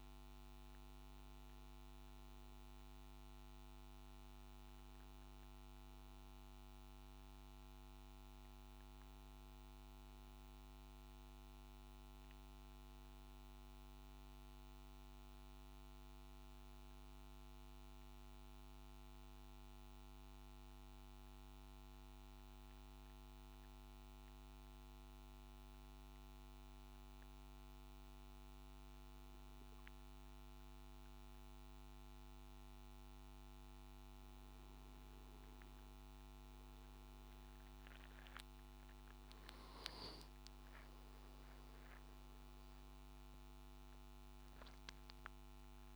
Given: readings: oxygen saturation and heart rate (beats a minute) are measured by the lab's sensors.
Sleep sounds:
breathing in sleep, hard to hear, by a microphone on the trachea; 1
0.00-19.00 s: oxygen desaturation (device-marked, oxygen 97% before, 94% lowest, heart rate 57 before, 54 extreme)
20.00-35.00 s: mixed apnea (oxygen 97% before, 92% lowest, heart rate 59 before, 54 extreme, up 9 after)
37.00-45.95 s: oxygen desaturation (device-marked, oxygen 97% before, 92% lowest, heart rate 56 before, 54 extreme)
From the record:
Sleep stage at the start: N1 (lightest sleep); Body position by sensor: on the back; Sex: male

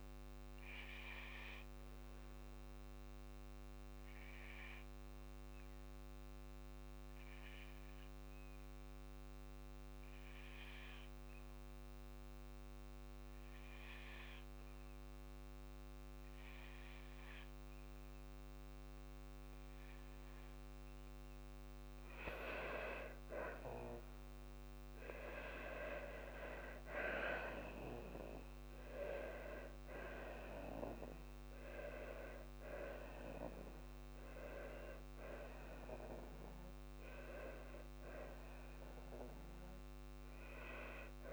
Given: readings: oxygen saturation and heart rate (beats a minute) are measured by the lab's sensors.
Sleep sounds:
breathing in sleep by a microphone on the trachea; none
28.00-32.50 s: arousal
From the record:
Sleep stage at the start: N2 (light sleep); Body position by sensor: on the back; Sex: female

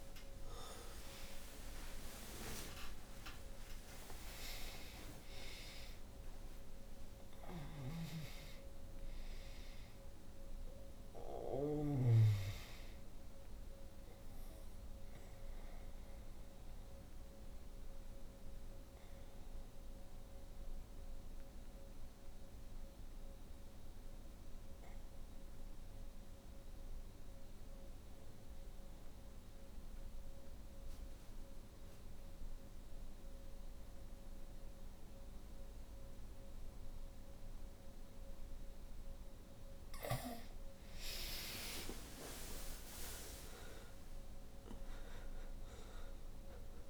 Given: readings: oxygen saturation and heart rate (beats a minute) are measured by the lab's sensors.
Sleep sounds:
breathing in sleep by a room microphone; 1
0.00-6.50 s: arousal
0.00-33.50 s: oxygen desaturation (device-marked, oxygen 82% lowest, heart rate 53 extreme)
15.00-39.00 s: obstructive apnea (oxygen 97% before, 75% lowest, heart rate 84 before, 53 extreme, up 18 after)
40.00-45.50 s: arousal
From the record:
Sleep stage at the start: N2 (light sleep); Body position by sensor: on the back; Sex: female

